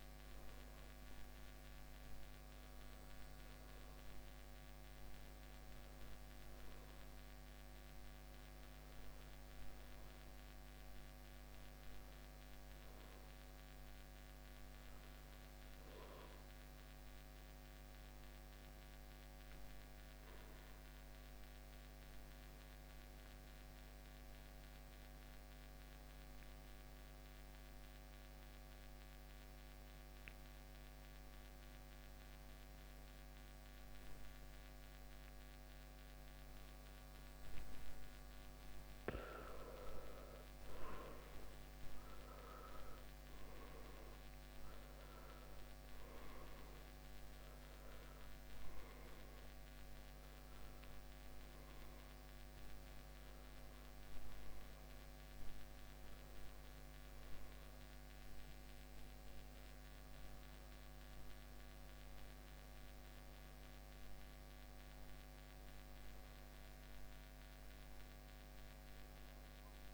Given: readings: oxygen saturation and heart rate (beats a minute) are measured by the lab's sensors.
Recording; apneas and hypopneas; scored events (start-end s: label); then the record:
breathing in sleep, hard to hear, by a microphone on the trachea; 1
12.50-30.50 s: oxygen desaturation (device-marked, oxygen 95% before, 89% lowest, heart rate 62 before, 54 extreme)
22.00-40.00 s: obstructive apnea (oxygen 96% before, 87% lowest, heart rate 60 before, 54 extreme, up 12 after)
43.00-47.00 s: arousal
48.50-69.93 s: oxygen desaturation (device-marked, oxygen 97% before, 87% lowest, heart rate 58 before, 54 extreme)
52.50-69.93 s: new sleep stage, N1 (lightest sleep)
From the record:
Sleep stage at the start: N2 (light sleep); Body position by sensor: on the back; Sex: male